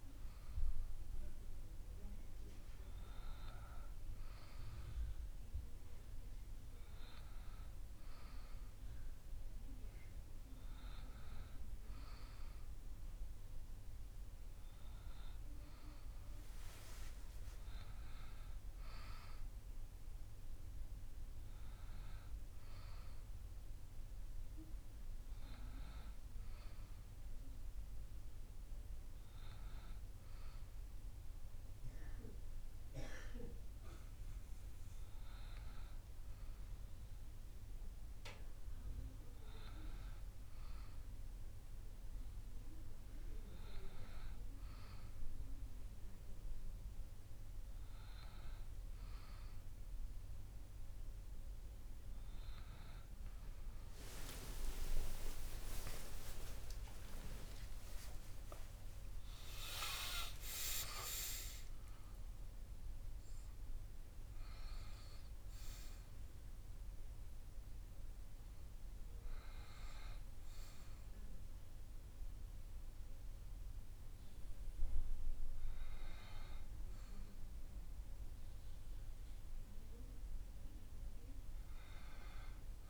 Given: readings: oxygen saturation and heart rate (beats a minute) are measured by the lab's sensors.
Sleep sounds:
breathing in sleep by a room microphone; none
54.00-60.00 s: arousal
From the record:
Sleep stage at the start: REM sleep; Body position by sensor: on the back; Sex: male

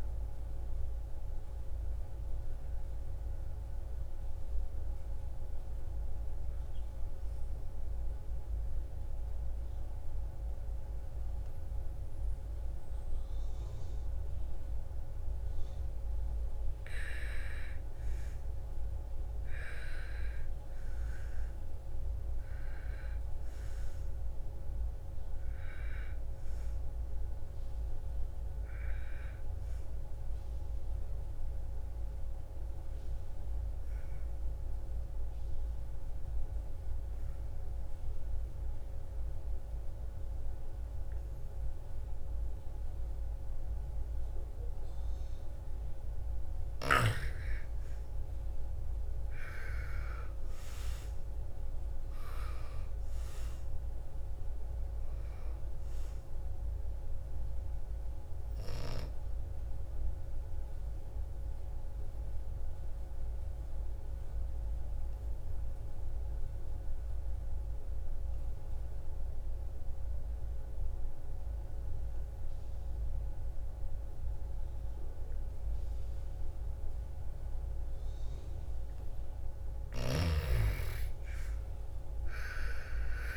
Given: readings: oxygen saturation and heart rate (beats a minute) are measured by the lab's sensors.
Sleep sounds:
breathing in sleep by a room microphone; 3
5.00-15.00 s: obstructive apnea (oxygen 99% before, 88% lowest, heart rate 61 before, 56 extreme, up 7 after)
12.00-37.00 s: oxygen desaturation (device-marked, oxygen 98% before, 88% lowest, heart rate 60 before, 56 extreme)
17.00-21.00 s: arousal
31.00-45.00 s: obstructive apnea (oxygen 98% before, 82% lowest, heart rate 61 before, 56 extreme, up 8 after)
46.50-51.00 s: arousal
50.00-67.00 s: oxygen desaturation (device-marked, oxygen 97% before, 88% lowest, heart rate 58 before, 55 extreme)
59.50-78.50 s: obstructive apnea (oxygen 98% before, 82% lowest, heart rate 61 before, 55 extreme, up 12 after)
77.00-83.37 s: oxygen desaturation (device-marked, oxygen 98% before, 82% lowest, heart rate 58 before, 55 extreme)
80.50-83.37 s: arousal
From the record:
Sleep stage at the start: N2 (light sleep); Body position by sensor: on the back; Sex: female

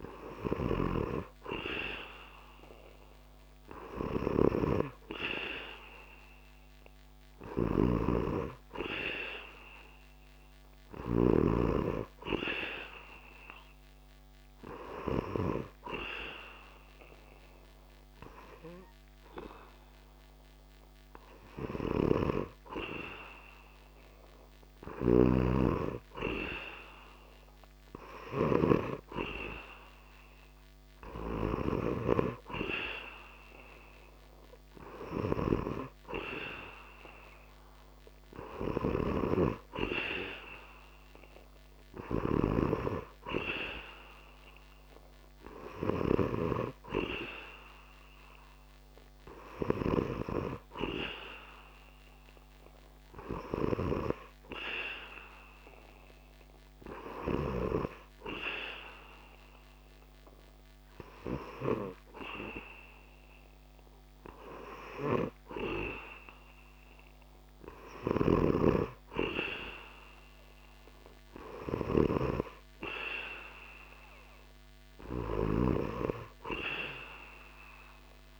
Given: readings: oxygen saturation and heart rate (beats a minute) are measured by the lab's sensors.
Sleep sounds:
breathing in sleep by a microphone on the trachea; none
6.50-10.50 s: snoring (device-marked)
24.00-28.00 s: snoring (device-marked)
67.00-71.50 s: snoring (device-marked)
From the record:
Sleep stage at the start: N2 (light sleep); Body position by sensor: on the back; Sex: male

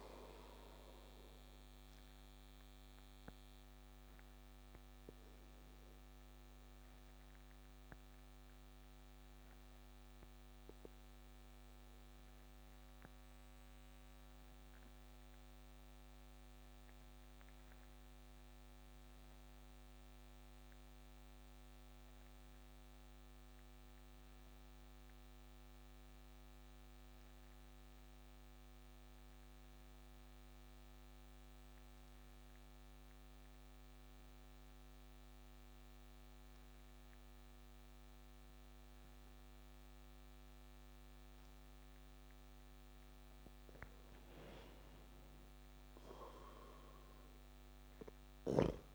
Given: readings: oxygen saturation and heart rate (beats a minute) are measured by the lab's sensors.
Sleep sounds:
breathing in sleep by a microphone on the trachea; 1
0.00-10.00 s: oxygen desaturation (device-marked, oxygen 92% lowest, heart rate 26 extreme)
2.50-43.50 s: obstructive apnea (oxygen 98% before, 89% lowest)
12.00-24.00 s: oxygen desaturation (device-marked, oxygen 93% before, 90% lowest)
42.00-48.95 s: oxygen desaturation (device-marked, oxygen 96% before, 89% lowest)
46.00-48.95 s: arousal
From the record:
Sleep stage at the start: N2 (light sleep); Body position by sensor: on the back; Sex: male

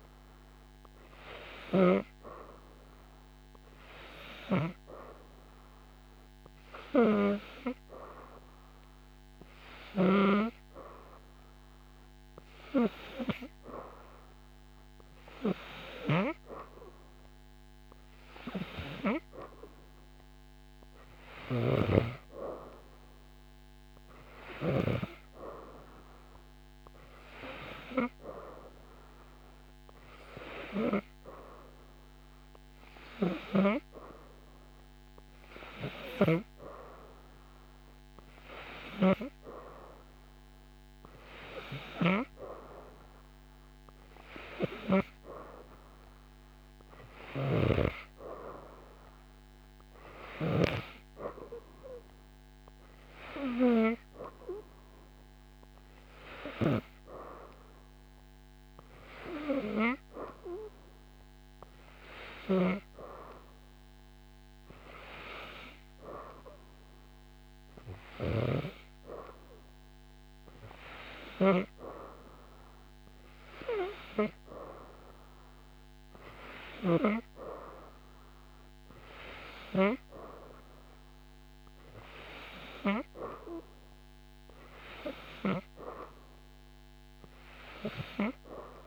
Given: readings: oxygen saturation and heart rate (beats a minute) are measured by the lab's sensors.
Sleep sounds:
breathing in sleep by a microphone on the trachea; none
none scored
From the record:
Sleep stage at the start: N3 (deep sleep); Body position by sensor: upright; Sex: female

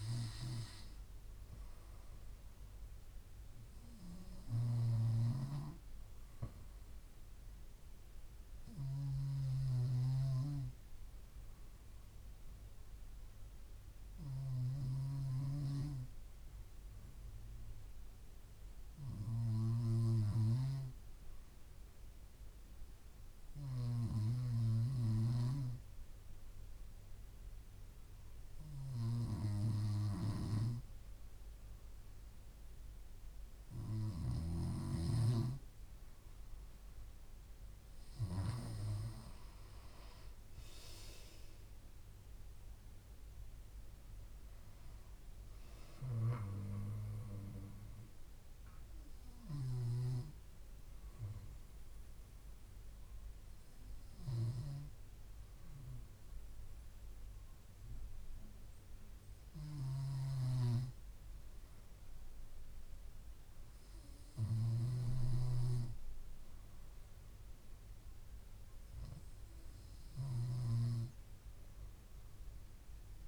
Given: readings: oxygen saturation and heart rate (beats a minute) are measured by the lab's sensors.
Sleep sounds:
breathing in sleep by a room microphone; 2
13.00-35.00 s: hypopnea (oxygen 96% before, 93% lowest)
40.50-45.00 s: arousal
49.00-61.50 s: hypopnea (oxygen 96% before, 93% lowest)
63.50-66.50 s: arousal
From the record:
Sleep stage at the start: N2 (light sleep); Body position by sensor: on the back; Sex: female

